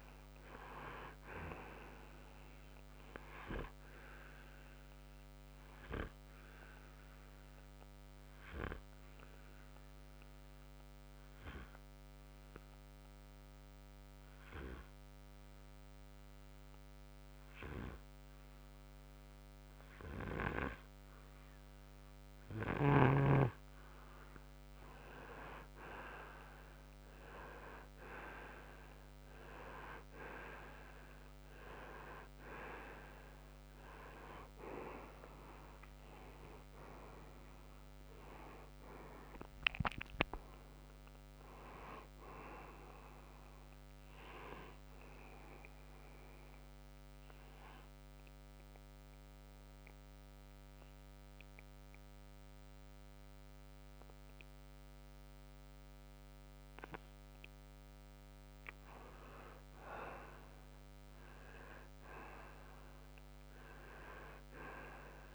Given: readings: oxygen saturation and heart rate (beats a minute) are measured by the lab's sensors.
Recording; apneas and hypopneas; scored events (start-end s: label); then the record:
breathing in sleep by a microphone on the trachea; 2
3.50-23.00 s: obstructive apnea (oxygen 95% before, 90% lowest, heart rate 66 before, 60 extreme, up 7 after)
8.00-27.00 s: oxygen desaturation (device-marked, oxygen 94% before, 90% lowest, heart rate 67 before, 58 extreme)
30.50-35.50 s: arousal
46.00-57.50 s: obstructive apnea (oxygen 95% before, 90% lowest, heart rate 68 before, 58 extreme, up 9 after)
53.00-65.00 s: oxygen desaturation (device-marked, oxygen 94% before, 90% lowest, heart rate 66 before, 61 extreme)
59.50-63.00 s: arousal
From the record:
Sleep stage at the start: N2 (light sleep); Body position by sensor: on the front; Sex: male